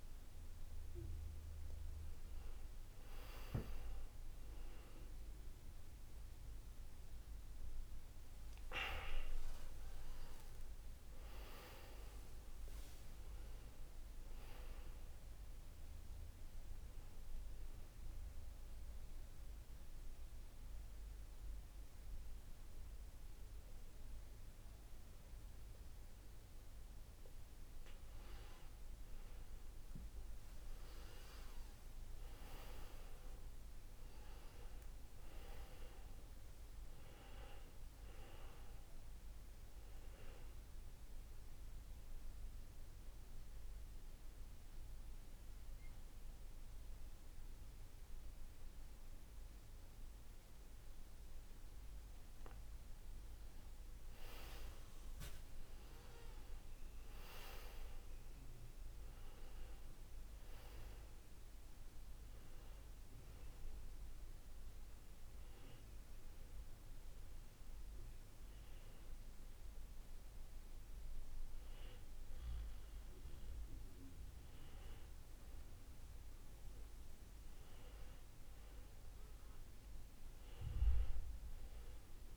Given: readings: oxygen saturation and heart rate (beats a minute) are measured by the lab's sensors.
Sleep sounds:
breathing in sleep, hard to hear, by a room microphone; 3
0.00-16.00 s: oxygen desaturation (device-marked, oxygen 97% before, 93% lowest, heart rate 62 before, 53 extreme)
17.50-28.00 s: obstructive apnea (oxygen 97% before, 93% lowest, heart rate 76 before, 53 extreme, up 21 after)
30.50-35.50 s: arousal
36.00-46.00 s: oxygen desaturation (device-marked, oxygen 97% before, 93% lowest, heart rate 64 before, 46 extreme)
40.50-53.00 s: obstructive apnea (oxygen 97% before, 93% lowest, heart rate 63 before, 46 extreme, up 29 after)
55.50-59.00 s: arousal
64.00-75.50 s: hypopnea (oxygen 97% before, 94% lowest, heart rate 79 before, 47 extreme, up 6 after)
78.00-82.37 s: arousal
From the record:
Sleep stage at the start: N2 (light sleep); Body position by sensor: on the back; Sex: male

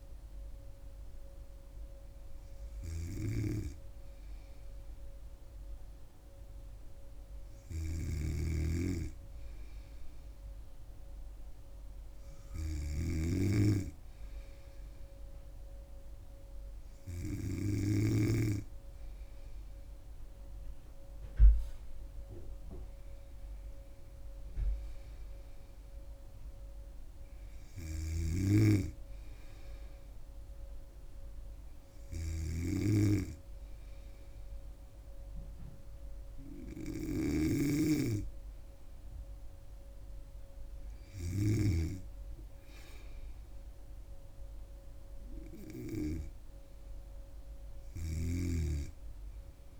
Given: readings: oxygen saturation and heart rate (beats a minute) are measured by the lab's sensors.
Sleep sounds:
breathing in sleep by a room microphone; none
8.00-18.00 s: snoring (device-marked)
28.00-42.00 s: snoring (device-marked)
From the record:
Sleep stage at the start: N2 (light sleep); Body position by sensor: on the back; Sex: female

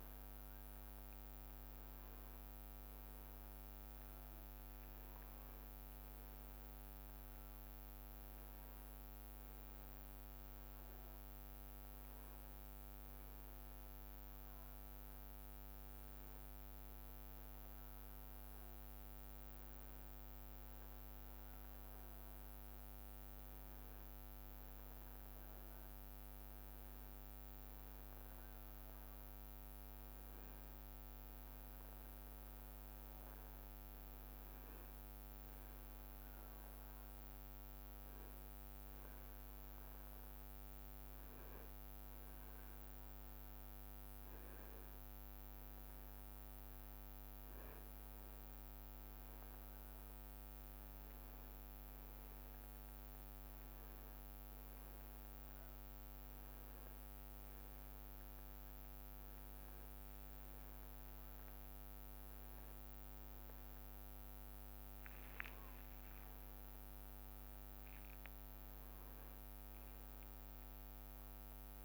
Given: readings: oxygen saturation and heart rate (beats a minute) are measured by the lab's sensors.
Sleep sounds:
a person partly awake in a sleep study, hard to hear, by a microphone on the trachea; 1
1.00-5.00 s: leg movement (device-marked)
13.00-15.00 s: leg movement (device-marked)
19.50-23.00 s: leg movement (device-marked)
30.00-34.00 s: arousal
36.00-47.50 s: hypopnea (oxygen 98% before, 95% lowest, heart rate 70 before, 69 extreme, up 4 after)
51.50-71.85 s: new sleep stage, awake
60.00-62.00 s: leg movement (device-marked)
62.00-64.50 s: leg movement (device-marked)
65.50-68.00 s: leg movement (device-marked)
From the record:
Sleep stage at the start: N2 (light sleep); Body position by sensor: on the back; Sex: male

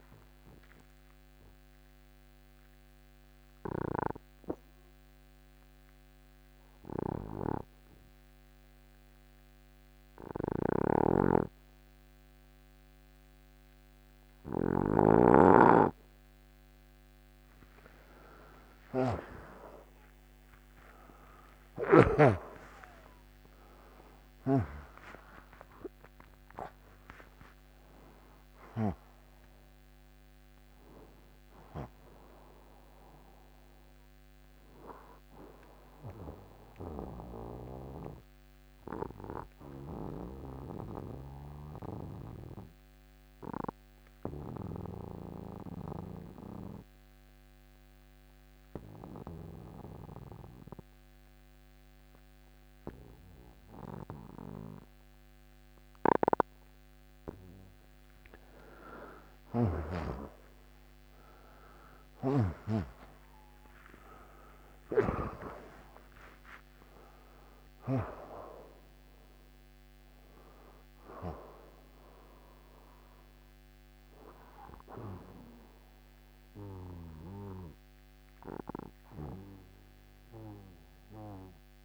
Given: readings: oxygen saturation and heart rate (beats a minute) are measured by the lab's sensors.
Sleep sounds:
breathing in sleep by a microphone on the trachea; 1
19.50-26.00 s: arousal
43.50-56.00 s: hypopnea (oxygen 95% before, 88% lowest, heart rate 76 before, 61 extreme, up 12 after)
51.00-61.00 s: oxygen desaturation (device-marked, oxygen 100% before, 95% lowest, heart rate 67 before, 61 extreme)
59.00-64.50 s: arousal
75.00-81.85 s: oxygen desaturation (device-marked, oxygen 97% before, 88% lowest, heart rate 77 before, 60 extreme)
From the record:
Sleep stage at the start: N2 (light sleep); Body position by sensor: on the right side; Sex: male

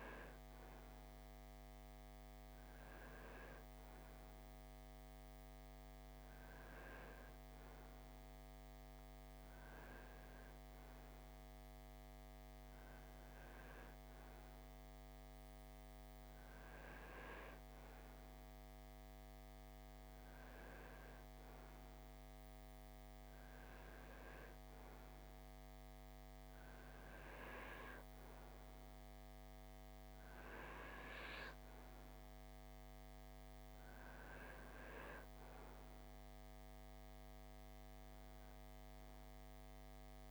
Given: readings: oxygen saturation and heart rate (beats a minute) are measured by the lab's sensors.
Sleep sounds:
breathing in sleep by a microphone on the trachea; none
none scored
From the record:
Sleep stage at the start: REM sleep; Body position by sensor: on the right side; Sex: male

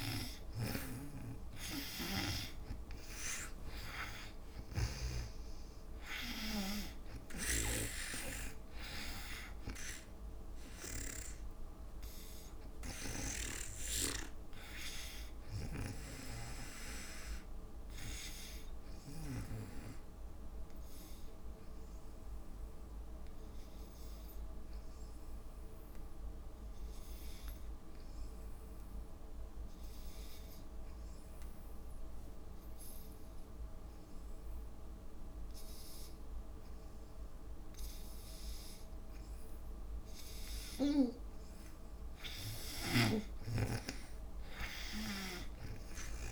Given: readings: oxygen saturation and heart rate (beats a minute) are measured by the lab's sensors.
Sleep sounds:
breathing in sleep by a room microphone; 1
0.00-8.50 s: oxygen desaturation (device-marked, oxygen 78% lowest, heart rate 56 extreme)
0.00-13.50 s: drop in pulse transit time (device-marked, heart rate 63 extreme)
0.50-5.00 s: snoring (device-marked)
15.50-19.50 s: snoring (device-marked)
18.50-40.50 s: obstructive apnea (oxygen 91% before, 83% lowest, heart rate 65 before, 56 extreme, up 7 after)
39.50-46.32 s: oxygen desaturation (device-marked, oxygen 97% before, 83% lowest, heart rate 58 before, 56 extreme)
42.50-45.50 s: arousal
42.50-46.32 s: snoring (device-marked)
From the record:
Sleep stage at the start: N2 (light sleep); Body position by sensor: on the back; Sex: female

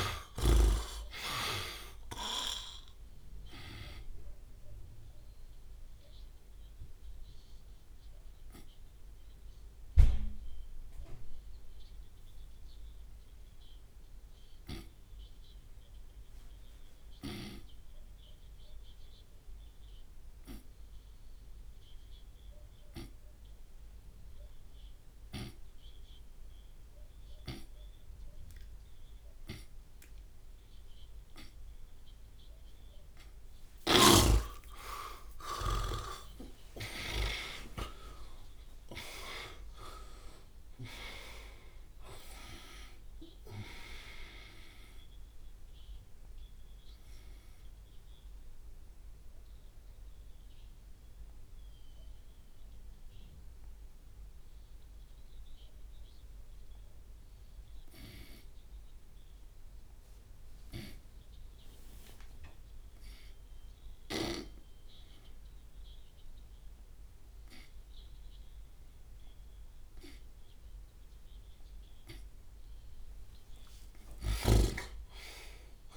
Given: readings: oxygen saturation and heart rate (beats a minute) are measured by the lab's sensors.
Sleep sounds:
breathing in sleep by a room microphone; 2
0.00-1.00 s: tachycardia (device-marked)
0.00-9.00 s: drop in pulse transit time (device-marked, heart rate 55 extreme)
5.00-31.50 s: obstructive apnea (oxygen 97% before, 80% lowest, heart rate 72 before, 55 extreme, up 42 after)
17.00-31.00 s: oxygen desaturation (device-marked, oxygen 96% before, 80% lowest, heart rate 77 before, 55 extreme)
20.00-22.00 s: long interval between heartbeats (device-marked, heart rate 74 before, 65 extreme)
32.00-40.00 s: drop in pulse transit time (device-marked, heart rate 60 before, 57 extreme)
33.00-38.00 s: arousal
34.00-36.00 s: long interval between heartbeats (device-marked, heart rate 60 before, 71 extreme)
48.00-71.50 s: obstructive apnea (oxygen 98% before, 77% lowest)
52.00-64.00 s: tachycardia (device-marked)
73.50-75.97 s: arousal
From the record:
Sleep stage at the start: N2 (light sleep); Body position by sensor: on the right side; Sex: male

